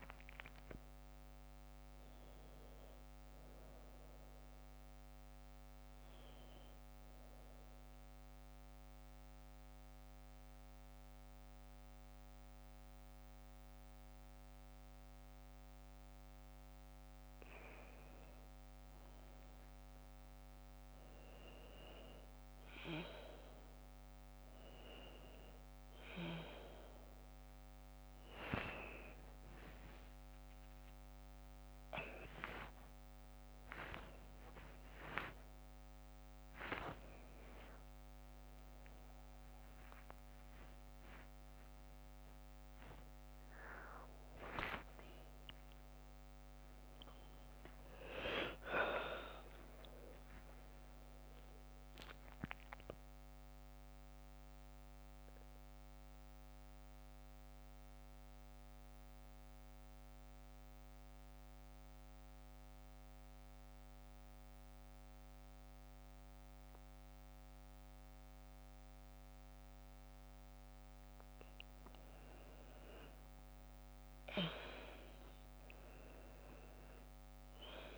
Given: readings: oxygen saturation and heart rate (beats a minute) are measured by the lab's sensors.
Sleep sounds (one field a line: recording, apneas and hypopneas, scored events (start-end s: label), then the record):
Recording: a person partly awake in a sleep study, by a microphone on the trachea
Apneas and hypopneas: 2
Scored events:
0.00-16.00 s: oxygen desaturation (device-marked, oxygen 89% lowest, heart rate 52 extreme)
7.00-17.50 s: central apnea (oxygen 96% before, 89% lowest, heart rate 58 before, 52 extreme, up 6 after)
23.00-53.00 s: new sleep stage, awake
28.00-43.00 s: oxygen desaturation (device-marked, oxygen 99% before, 93% lowest, heart rate 54 before, 48 extreme)
53.00-77.98 s: new sleep stage, N2 (light sleep)
54.50-71.00 s: central apnea (oxygen 98% before, 88% lowest, heart rate 56 before, 48 extreme, up 8 after)
73.50-76.50 s: arousal
From the record:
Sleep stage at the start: N2 (light sleep)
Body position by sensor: on the back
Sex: female